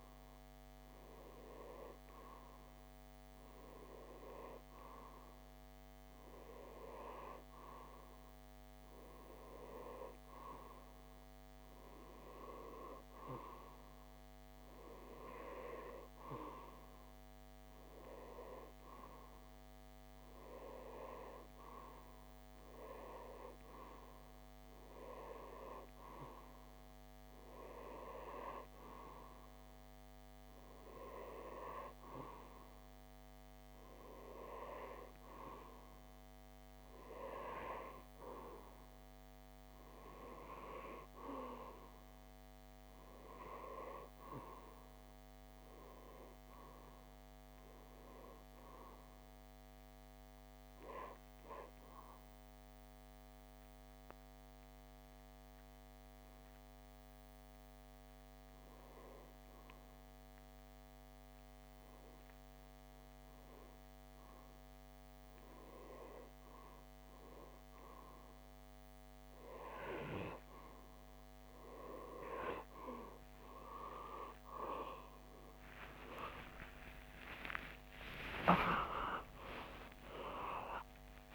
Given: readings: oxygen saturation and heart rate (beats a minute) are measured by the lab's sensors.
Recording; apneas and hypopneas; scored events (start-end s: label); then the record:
breathing in sleep by a microphone on the trachea; 1
47.00-63.50 s: hypopnea (oxygen 94% before, 93% lowest)
75.50-81.35 s: arousal
From the record:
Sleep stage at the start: REM sleep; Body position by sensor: on the back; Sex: male